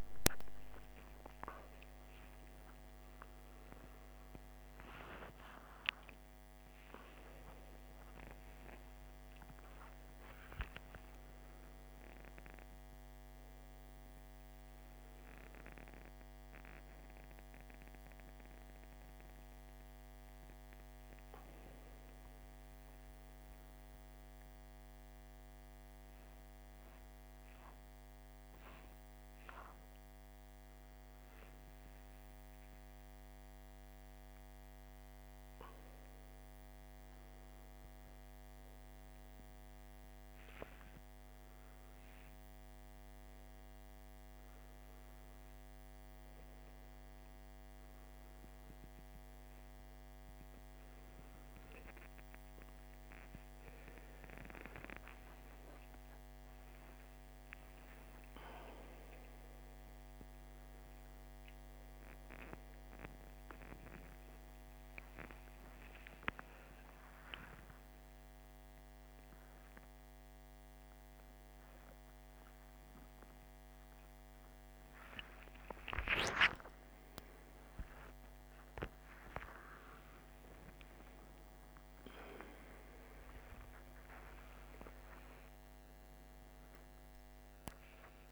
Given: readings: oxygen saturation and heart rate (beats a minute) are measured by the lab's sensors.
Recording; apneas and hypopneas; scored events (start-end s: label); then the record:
a person awake in a sleep study, by a microphone on the trachea; none
13.50-17.50 s: oxygen desaturation (device-marked, oxygen 98% before, 94% lowest, heart rate 77 before, 69 extreme)
55.50-60.50 s: oxygen desaturation (device-marked, oxygen 98% before, 95% lowest, heart rate 74 before, 60 extreme)
From the record:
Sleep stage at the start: awake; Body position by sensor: upright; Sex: male